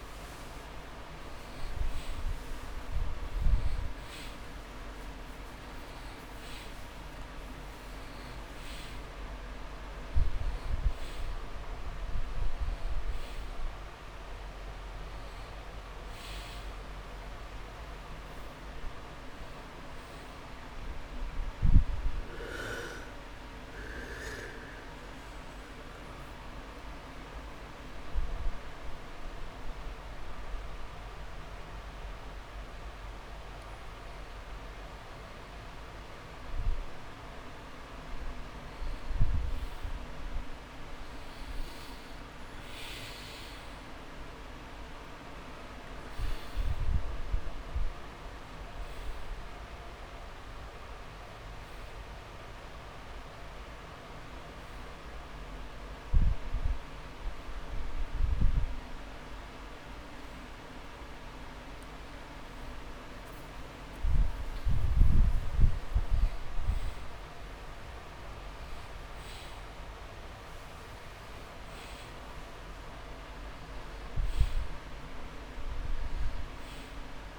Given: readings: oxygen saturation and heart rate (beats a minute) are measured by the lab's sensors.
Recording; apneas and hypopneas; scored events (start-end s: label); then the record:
breathing in sleep, hard to hear, by a room microphone; 2
0.50-5.00 s: arousal
1.00-3.00 s: long interval between heartbeats (device-marked)
7.50-9.50 s: long interval between heartbeats (device-marked)
23.50-34.50 s: central apnea (oxygen 97% before, 94% lowest)
37.00-41.50 s: arousal
39.00-41.00 s: long interval between heartbeats (device-marked)
51.50-64.00 s: hypopnea (oxygen 99% before, 94% lowest)
52.00-65.00 s: oxygen desaturation (device-marked, oxygen 99% before, 94% lowest)
61.50-63.50 s: long interval between heartbeats (device-marked)
67.00-71.00 s: arousal
74.00-77.39 s: oxygen desaturation (device-marked, oxygen 99% before, 96% lowest)
From the record:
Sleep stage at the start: N2 (light sleep); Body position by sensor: on the back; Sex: male